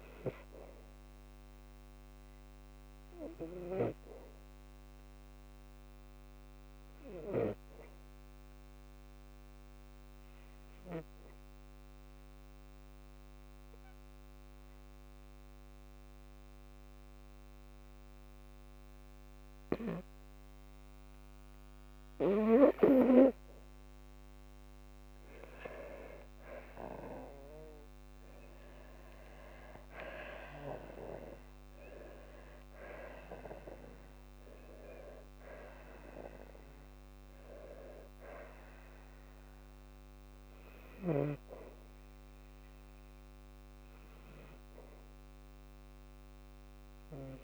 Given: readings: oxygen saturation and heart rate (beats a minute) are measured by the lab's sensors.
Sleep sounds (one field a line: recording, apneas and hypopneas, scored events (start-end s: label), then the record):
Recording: breathing in sleep by a microphone on the trachea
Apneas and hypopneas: 1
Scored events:
11.50-23.50 s: obstructive apnea (oxygen 95% before, 93% lowest, heart rate 54 before, 53 extreme, up 3 after)
28.50-32.50 s: arousal
From the record:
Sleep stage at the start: N2 (light sleep)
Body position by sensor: on the back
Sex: female